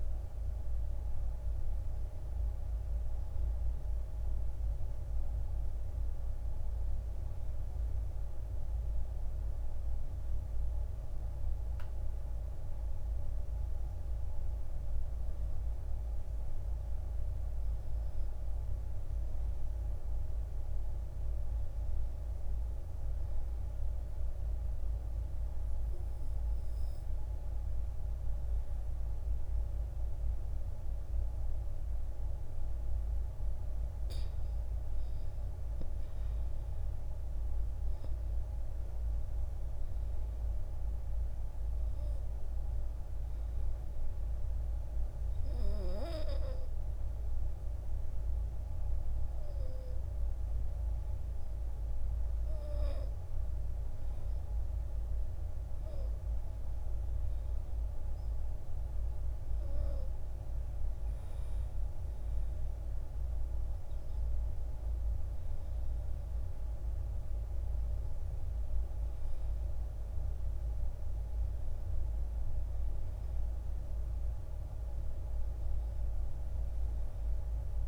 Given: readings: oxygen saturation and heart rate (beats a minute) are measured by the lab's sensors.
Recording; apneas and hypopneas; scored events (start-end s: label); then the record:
breathing in sleep, hard to hear, by a room microphone; 1
10.00-77.88 s: new sleep stage, N2 (light sleep)
13.00-17.00 s: arousal
24.00-35.50 s: obstructive apnea (oxygen 97% before, 93% lowest, heart rate 61 before, 58 extreme, up 6 after)
37.00-41.00 s: arousal
From the record:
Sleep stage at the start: N1 (lightest sleep); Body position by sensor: on the back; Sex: male